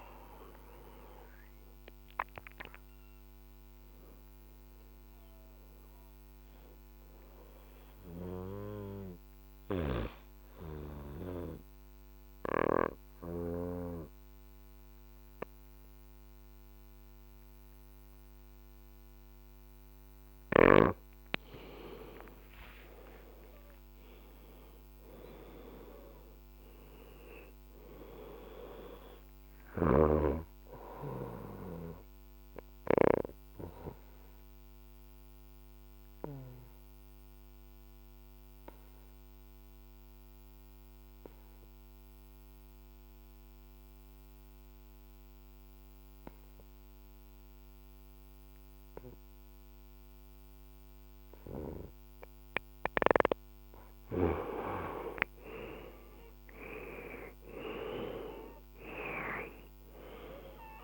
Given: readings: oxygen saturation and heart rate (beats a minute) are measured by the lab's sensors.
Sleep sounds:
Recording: breathing in sleep by a microphone on the trachea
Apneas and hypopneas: 2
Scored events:
0.00-4.00 s: oxygen desaturation (device-marked, oxygen 91% lowest, heart rate 59 extreme)
3.00-19.00 s: obstructive apnea (oxygen 98% before, 89% lowest, heart rate 65 before, 54 extreme, up 19 after)
10.00-18.00 s: bradycardia (device-marked, heart rate 66 before, 59 extreme)
22.50-27.00 s: arousal
30.00-40.00 s: oxygen desaturation (device-marked, oxygen 99% before, 93% lowest, heart rate 66 before, 54 extreme)
31.00-44.00 s: bradycardia (device-marked, heart rate 66 before, 54 extreme)
31.50-51.50 s: obstructive apnea (oxygen 99% before, 89% lowest, heart rate 67 before, 54 extreme, up 14 after)
53.00-60.84 s: oxygen desaturation (device-marked, oxygen 98% before, 89% lowest, heart rate 58 before, 55 extreme)
54.50-58.50 s: arousal
From the record:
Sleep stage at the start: N2 (light sleep)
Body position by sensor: on the left side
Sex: female

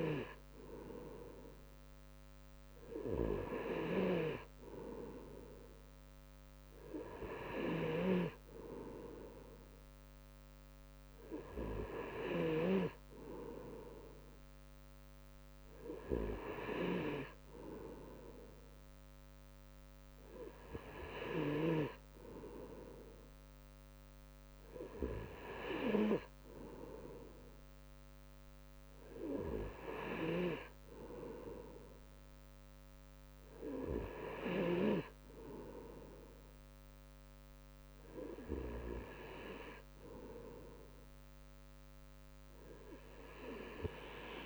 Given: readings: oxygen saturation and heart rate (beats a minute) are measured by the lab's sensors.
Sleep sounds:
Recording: breathing in sleep by a microphone on the trachea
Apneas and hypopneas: none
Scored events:
none scored
From the record:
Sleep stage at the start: N2 (light sleep)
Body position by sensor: on the right side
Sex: male

